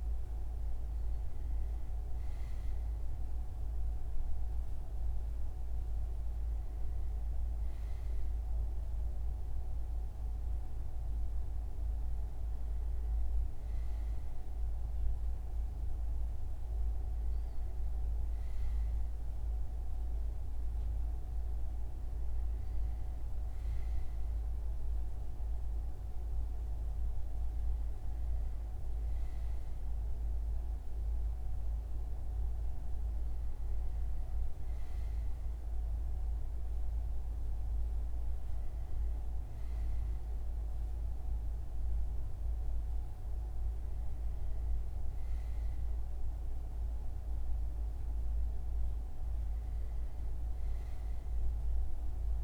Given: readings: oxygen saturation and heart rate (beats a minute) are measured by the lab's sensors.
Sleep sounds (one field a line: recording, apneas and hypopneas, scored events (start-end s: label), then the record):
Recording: breathing in sleep, hard to hear, by a room microphone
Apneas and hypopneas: none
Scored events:
none scored
From the record:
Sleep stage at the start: N2 (light sleep)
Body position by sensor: on the front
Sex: male